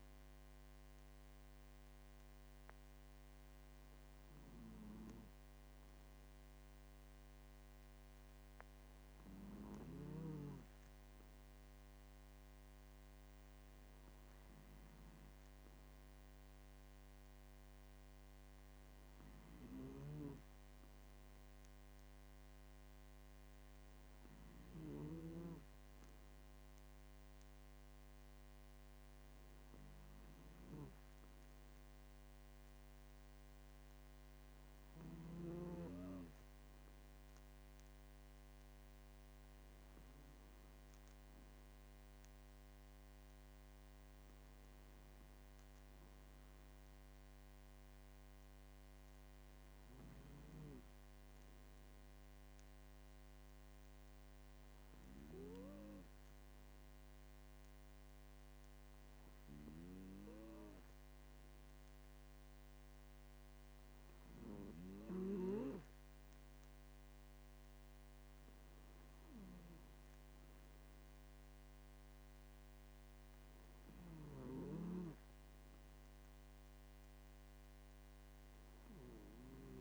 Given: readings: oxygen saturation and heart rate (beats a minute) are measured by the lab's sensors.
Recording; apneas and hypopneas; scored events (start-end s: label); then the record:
a person awake in a sleep study, by a microphone on the trachea; none
19.50-25.00 s: snoring (device-marked)
74.00-79.81 s: snoring (device-marked)
From the record:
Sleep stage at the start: awake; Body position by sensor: on the left side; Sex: male